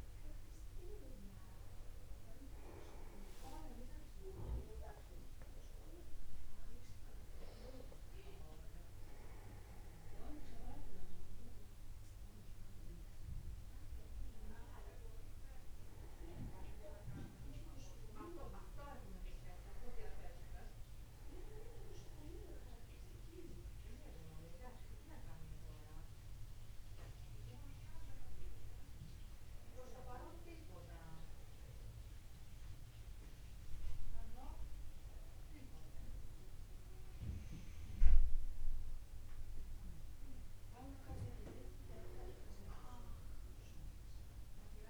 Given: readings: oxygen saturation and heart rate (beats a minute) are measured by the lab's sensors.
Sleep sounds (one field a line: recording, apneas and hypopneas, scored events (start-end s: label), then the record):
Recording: breathing in sleep by a room microphone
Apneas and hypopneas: 1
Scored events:
3.50-5.50 s: long interval between heartbeats (device-marked, heart rate 51 before, 59 extreme)
15.50-20.00 s: arousal
23.50-39.50 s: hypopnea (oxygen 96% before, 93% lowest, heart rate 54 before, 49 extreme, up 0 after)
From the record:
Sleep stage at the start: N2 (light sleep)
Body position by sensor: upright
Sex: male